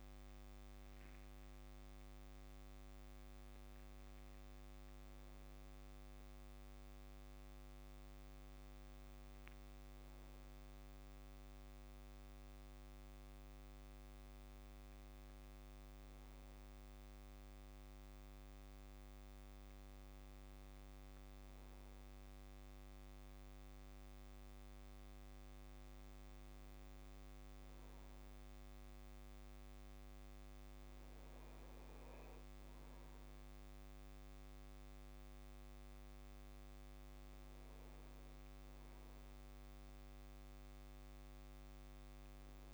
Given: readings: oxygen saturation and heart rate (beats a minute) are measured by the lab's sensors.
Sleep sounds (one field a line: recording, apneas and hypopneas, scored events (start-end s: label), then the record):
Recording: breathing in sleep, hard to hear, by a microphone on the trachea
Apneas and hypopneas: none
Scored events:
none scored
From the record:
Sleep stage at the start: N2 (light sleep)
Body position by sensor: on the back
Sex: male